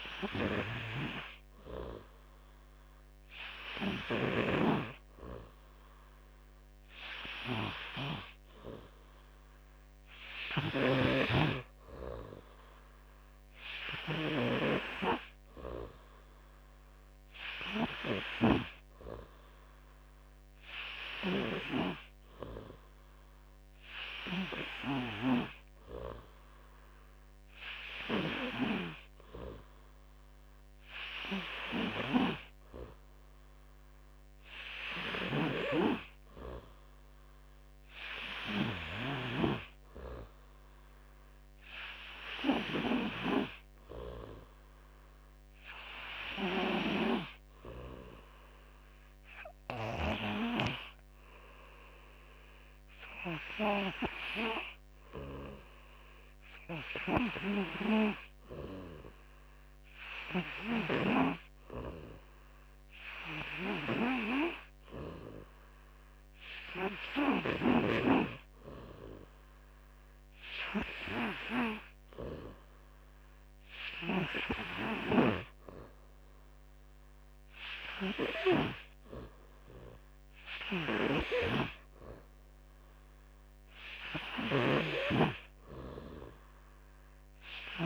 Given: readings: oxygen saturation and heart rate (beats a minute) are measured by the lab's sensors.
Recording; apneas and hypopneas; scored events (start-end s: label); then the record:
breathing in sleep by a microphone on the trachea; none
10.00-14.00 s: snoring (device-marked)
From the record:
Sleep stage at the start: N3 (deep sleep); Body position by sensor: on the back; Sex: male